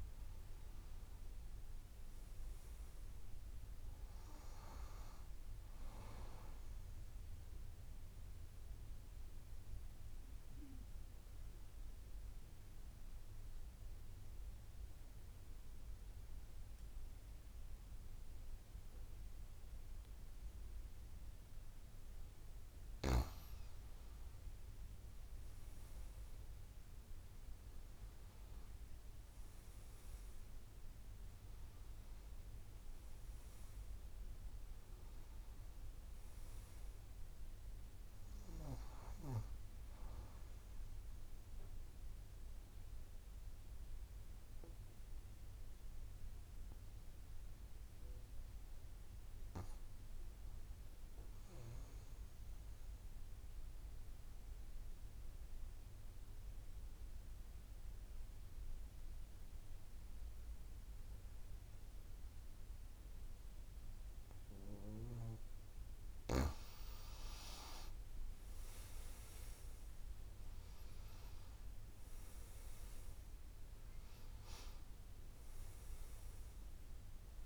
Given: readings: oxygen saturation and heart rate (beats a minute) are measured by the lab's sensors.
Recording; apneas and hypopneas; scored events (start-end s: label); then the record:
breathing in sleep by a room microphone; 2
0.00-18.50 s: oxygen desaturation (device-marked, oxygen 88% lowest)
7.50-22.50 s: obstructive apnea (oxygen 97% before, 88% lowest)
24.50-27.50 s: arousal
31.50-48.50 s: oxygen desaturation (device-marked, oxygen 98% before, 92% lowest)
53.00-66.50 s: obstructive apnea (oxygen 98% before, 89% lowest)
63.50-77.46 s: oxygen desaturation (device-marked, oxygen 97% before, 89% lowest)
67.50-70.50 s: arousal
From the record:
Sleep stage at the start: N2 (light sleep); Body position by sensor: on the back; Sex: female